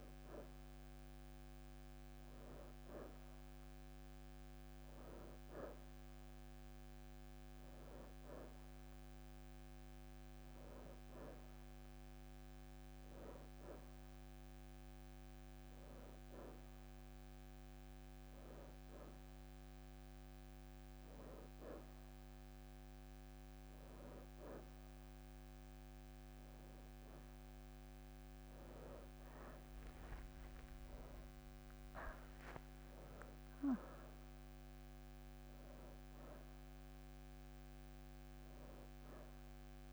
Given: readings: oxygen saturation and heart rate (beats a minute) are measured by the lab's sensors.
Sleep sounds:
breathing in sleep by a microphone on the trachea; none
9.50-13.00 s: leg movement (device-marked)
22.50-23.50 s: leg movement (device-marked)
25.00-30.00 s: leg movement (device-marked)
27.50-33.00 s: arousal
From the record:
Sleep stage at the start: N2 (light sleep); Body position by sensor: on the right side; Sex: female

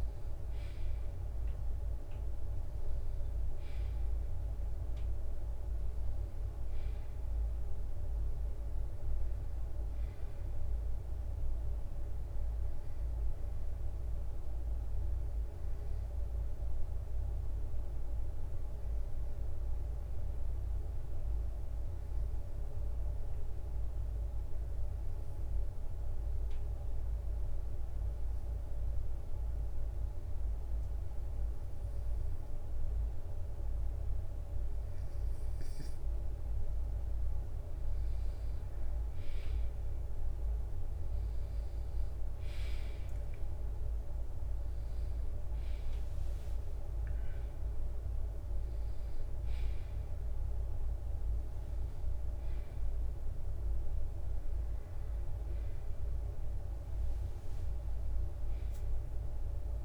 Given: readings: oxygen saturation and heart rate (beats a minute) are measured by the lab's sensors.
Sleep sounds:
breathing in sleep, hard to hear, by a room microphone; 1
16.00-36.50 s: obstructive apnea (oxygen 97% before, 94% lowest, heart rate 66 before, 59 extreme, up 8 after)
32.50-34.50 s: bradycardia (device-marked, heart rate 63 before, 61 extreme)
39.00-44.00 s: arousal
From the record:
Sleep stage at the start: N2 (light sleep); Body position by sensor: on the right side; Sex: male

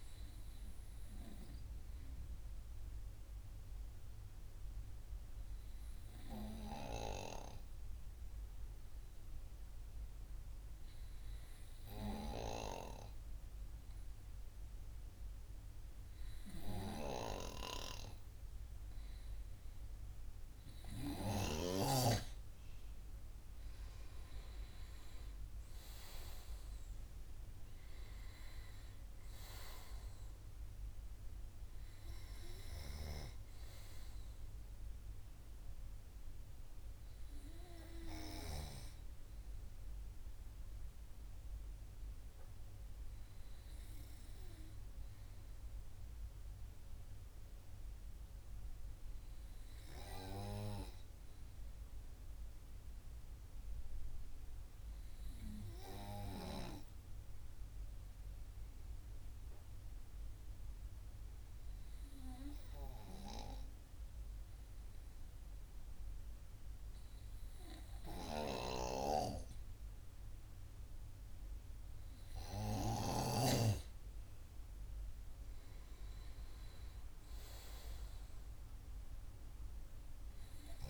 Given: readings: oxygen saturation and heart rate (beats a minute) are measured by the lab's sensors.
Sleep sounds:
breathing in sleep by a room microphone; 2
3.00-18.50 s: hypopnea (oxygen 97% before, 95% lowest, heart rate 50 before, 48 extreme, up 5 after)
23.50-27.50 s: arousal
52.50-70.50 s: hypopnea (oxygen 98% before, 96% lowest, heart rate 55 before, 50 extreme, up 24 after)
74.00-78.00 s: arousal
From the record:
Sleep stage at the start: N2 (light sleep); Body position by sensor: on the right side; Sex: male

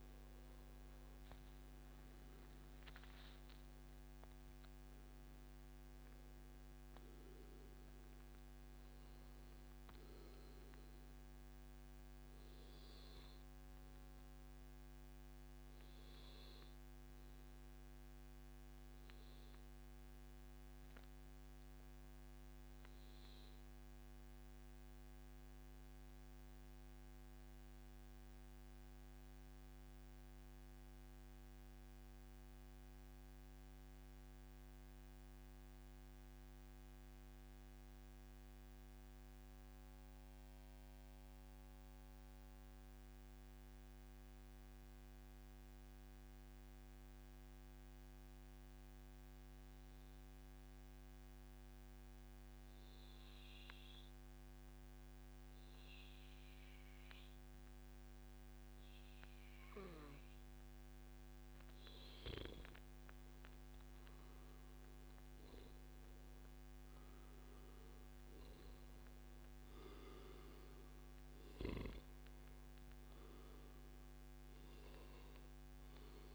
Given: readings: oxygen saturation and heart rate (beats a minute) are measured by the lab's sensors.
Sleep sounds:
breathing in sleep, hard to hear, by a microphone on the trachea; 1
0.00-11.00 s: oxygen desaturation (device-marked, oxygen 91% lowest, heart rate 140 extreme)
12.50-59.00 s: obstructive apnea (oxygen 98% before, 92% lowest, heart rate 134 before, 91 extreme, up 1 after)
58.00-76.35 s: oxygen desaturation (device-marked, oxygen 98% before, 92% lowest, heart rate 144 before, 90 extreme)
61.50-66.00 s: arousal
From the record:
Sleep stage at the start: N2 (light sleep); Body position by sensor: on the back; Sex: male

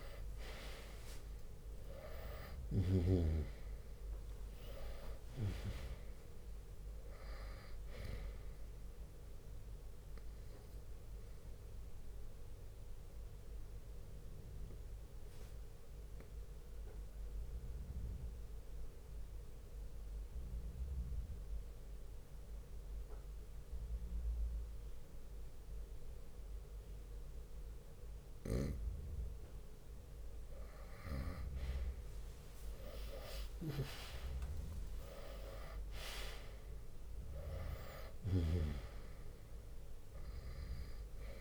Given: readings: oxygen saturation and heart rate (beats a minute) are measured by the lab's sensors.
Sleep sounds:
breathing in sleep by a room microphone; 1
0.00-1.50 s: arousal
4.00-15.00 s: drop in pulse transit time (device-marked, heart rate 61 before, 63 extreme)
7.00-27.00 s: oxygen desaturation (device-marked, oxygen 98% before, 93% lowest, heart rate 62 before, 53 extreme)
11.00-28.50 s: obstructive apnea (oxygen 98% before, 92% lowest, heart rate 64 before, 53 extreme, up 13 after)
24.00-31.00 s: bradycardia (device-marked, heart rate 68 before, 53 extreme)
32.00-36.00 s: arousal
33.00-41.41 s: drop in pulse transit time (device-marked, heart rate 59 before, 56 extreme)
From the record:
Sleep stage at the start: N2 (light sleep); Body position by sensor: on the right side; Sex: male

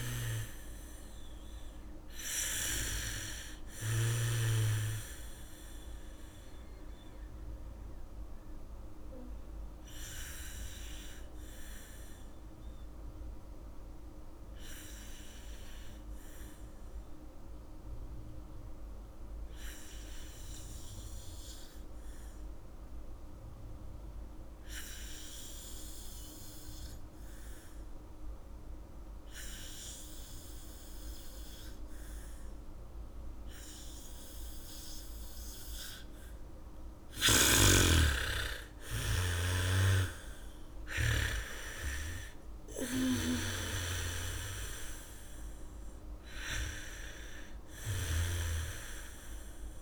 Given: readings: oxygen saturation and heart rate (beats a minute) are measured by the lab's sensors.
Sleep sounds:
breathing in sleep by a room microphone; 1
0.00-4.50 s: snoring (device-marked)
0.00-19.00 s: oxygen desaturation (device-marked, oxygen 80% lowest, heart rate 55 extreme)
7.00-36.50 s: mixed apnea (oxygen 90% before, 80% lowest, heart rate 74 before, 45 extreme, up 1 after)
29.00-49.82 s: oxygen desaturation (device-marked, oxygen 99% before, 81% lowest, heart rate 83 before, 45 extreme)
36.00-44.00 s: bradycardia (device-marked, heart rate 70 before, 55 extreme)
37.50-49.00 s: snoring (device-marked)
39.00-44.00 s: arousal
From the record:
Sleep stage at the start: N2 (light sleep); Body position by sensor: on the back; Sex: female

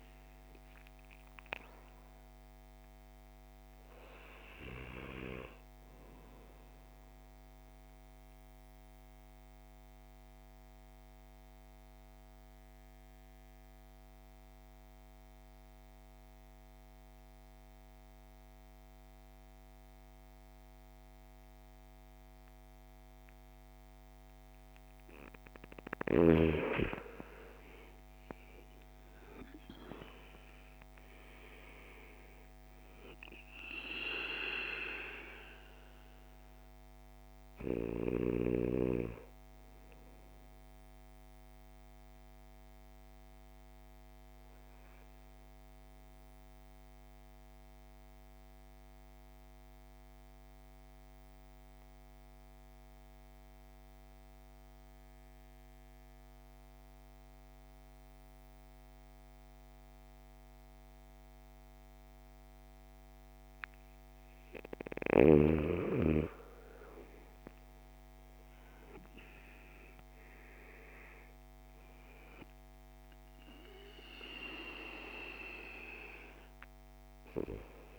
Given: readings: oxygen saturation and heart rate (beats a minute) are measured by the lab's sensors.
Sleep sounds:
breathing in sleep by a microphone on the trachea; 2
6.00-25.00 s: mixed apnea (oxygen 97% before, 88% lowest)
11.00-22.00 s: oxygen desaturation (device-marked, oxygen 96% before, 91% lowest)
26.00-31.00 s: arousal
31.00-59.00 s: oxygen desaturation (device-marked, oxygen 97% before, 88% lowest)
41.50-64.00 s: central apnea (oxygen 97% before, 87% lowest)
65.50-70.00 s: arousal
72.00-77.99 s: oxygen desaturation (device-marked, oxygen 98% before, 87% lowest)
From the record:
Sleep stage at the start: N2 (light sleep); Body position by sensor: on the back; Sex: male

